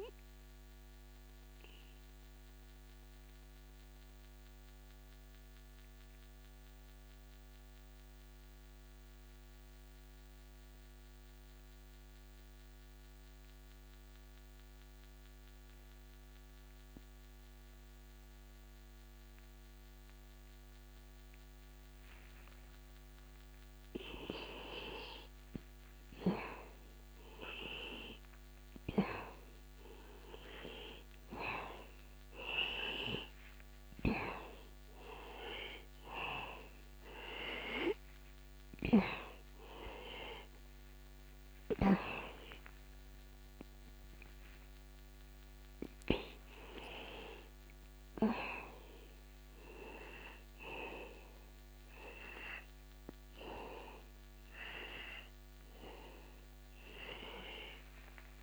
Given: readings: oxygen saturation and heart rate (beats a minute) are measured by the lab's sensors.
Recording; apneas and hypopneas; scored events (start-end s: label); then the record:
breathing in sleep by a microphone on the trachea; 1
0.00-8.00 s: oxygen desaturation (device-marked, oxygen 87% lowest, heart rate 63 extreme)
0.50-24.00 s: obstructive apnea (oxygen 97% before, 82% lowest, heart rate 64 before, 62 extreme, up 0 after)
25.50-29.50 s: arousal
32.00-58.43 s: oxygen desaturation (device-marked, oxygen 97% before, 82% lowest, heart rate 63 before, 62 extreme)
From the record:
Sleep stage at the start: N2 (light sleep); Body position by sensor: on the back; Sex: male